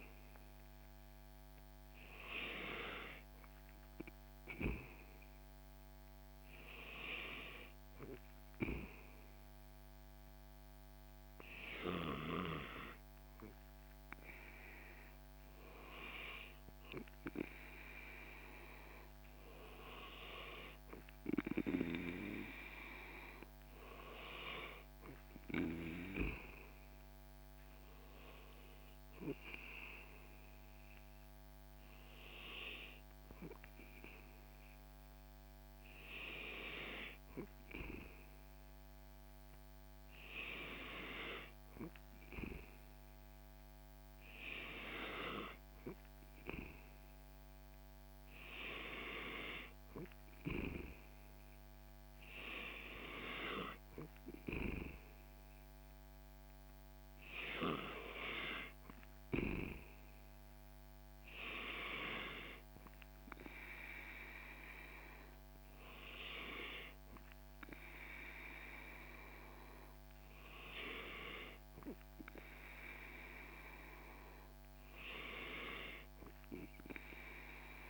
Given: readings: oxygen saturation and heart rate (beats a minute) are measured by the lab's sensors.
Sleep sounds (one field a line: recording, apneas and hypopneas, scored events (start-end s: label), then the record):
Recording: breathing in sleep by a microphone on the trachea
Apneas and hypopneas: none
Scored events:
none scored
From the record:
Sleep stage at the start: N2 (light sleep)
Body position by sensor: on the back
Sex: male